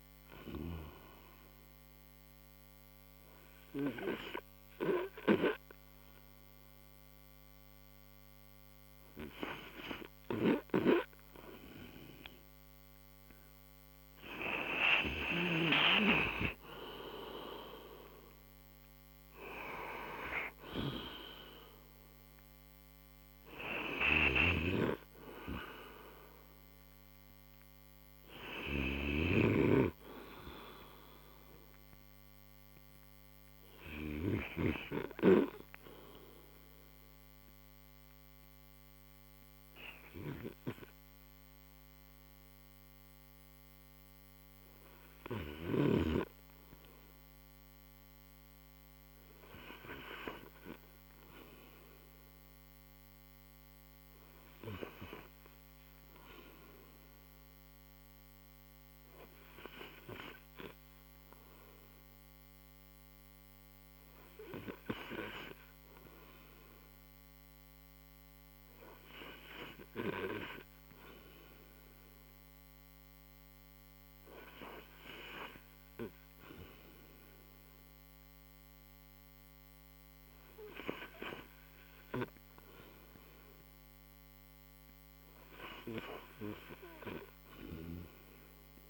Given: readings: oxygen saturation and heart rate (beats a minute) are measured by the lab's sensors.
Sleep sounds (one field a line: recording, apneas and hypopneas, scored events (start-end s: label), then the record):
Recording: breathing in sleep by a microphone on the trachea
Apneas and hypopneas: 1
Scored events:
0.00-8.00 s: oxygen desaturation (device-marked, oxygen 87% lowest, heart rate 50 extreme)
28.50-33.00 s: arousal
37.00-48.00 s: obstructive apnea (oxygen 91% before, 91% lowest, heart rate 85 before, 53 extreme, up 6 after)
49.50-53.00 s: arousal
66.00-82.00 s: oxygen desaturation (device-marked, oxygen 99% before, 94% lowest, heart rate 67 before, 25 extreme)
From the record:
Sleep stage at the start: N2 (light sleep)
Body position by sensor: on the right side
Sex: male